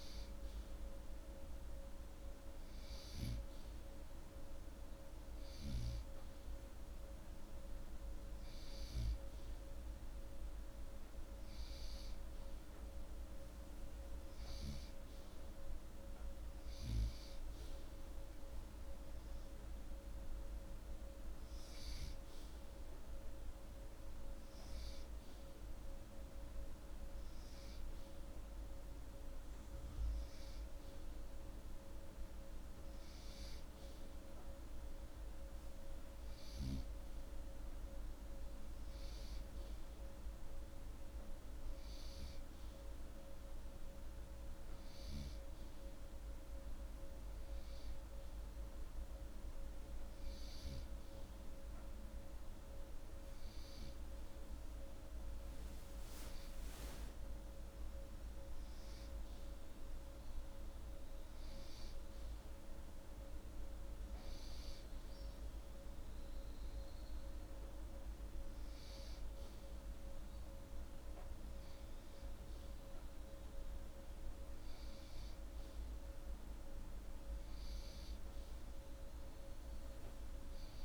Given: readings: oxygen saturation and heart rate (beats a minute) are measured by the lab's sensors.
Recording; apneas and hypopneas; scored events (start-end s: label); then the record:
breathing in sleep, hard to hear, by a room microphone; none
none scored
From the record:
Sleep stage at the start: N2 (light sleep); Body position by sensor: upright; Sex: male